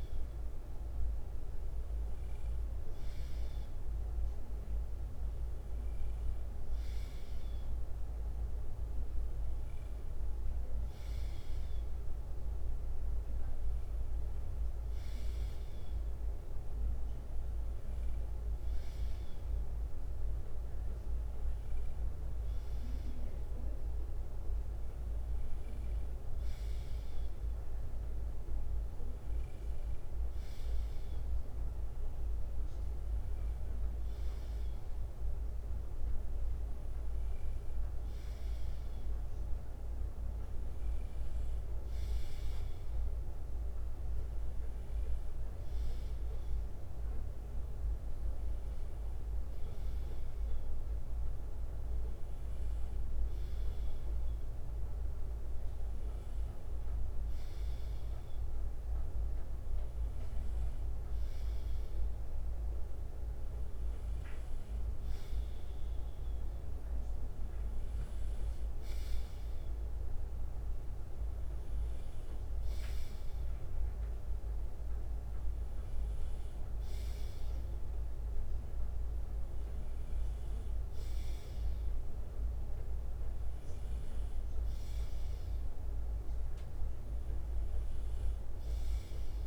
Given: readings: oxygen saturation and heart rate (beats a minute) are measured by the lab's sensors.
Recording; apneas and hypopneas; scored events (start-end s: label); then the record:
breathing in sleep, hard to hear, by a room microphone; none
0.00-4.50 s: bradycardia (device-marked, heart rate 58 extreme)
21.50-27.50 s: bradycardia (device-marked, heart rate 61 before, 50 extreme)
33.50-36.50 s: bradycardia (device-marked, heart rate 61 before, 59 extreme)
83.50-85.50 s: bradycardia (device-marked, heart rate 60 before, 60 extreme)
86.50-89.47 s: bradycardia (device-marked, heart rate 60 before, 57 extreme)
From the record:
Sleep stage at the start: N2 (light sleep); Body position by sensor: on the left side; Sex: male